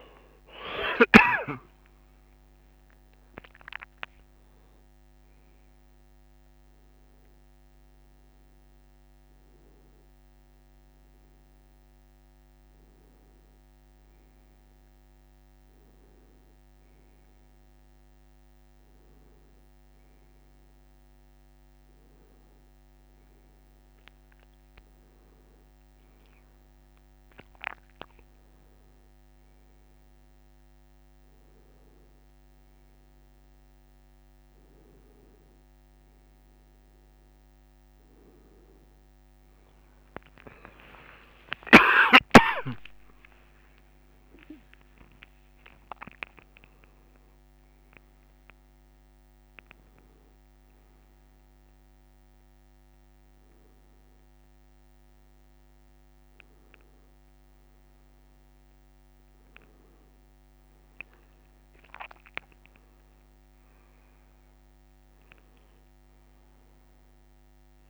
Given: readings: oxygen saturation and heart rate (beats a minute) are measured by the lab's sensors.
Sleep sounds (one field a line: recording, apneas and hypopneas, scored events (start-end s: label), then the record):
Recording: a person awake in a sleep study, by a microphone on the trachea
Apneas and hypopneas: none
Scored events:
49.50-66.50 s: oxygen desaturation (device-marked, oxygen 96% before, 92% lowest, heart rate 142 before, 79 extreme)
60.50-67.90 s: new sleep stage, N1 (lightest sleep)
From the record:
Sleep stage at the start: awake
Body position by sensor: on the right side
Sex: male